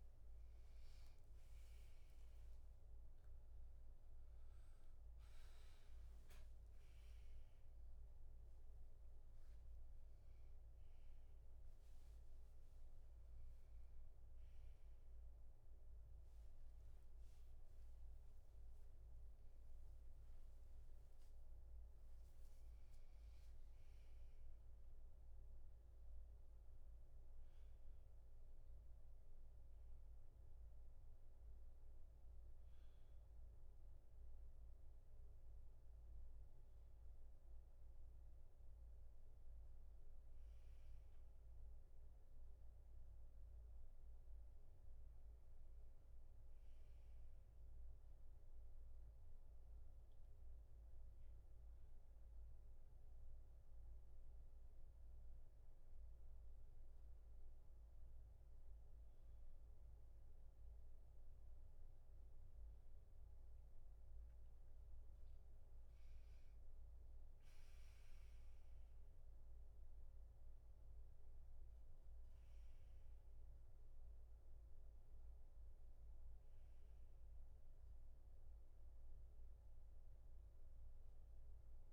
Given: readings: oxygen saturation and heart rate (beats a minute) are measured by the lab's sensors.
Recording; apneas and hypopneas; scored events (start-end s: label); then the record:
a person partly awake in a sleep study, hard to hear, by a room microphone; none
8.00-10.00 s: oxygen desaturation (device-marked, oxygen 96% before, 93% lowest, heart rate 107 before, 70 extreme)
26.00-81.93 s: new sleep stage, N1 (lightest sleep)
30.00-44.00 s: oxygen desaturation (device-marked, oxygen 97% before, 92% lowest, heart rate 85 before, 68 extreme)
From the record:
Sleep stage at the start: awake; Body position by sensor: on the back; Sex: male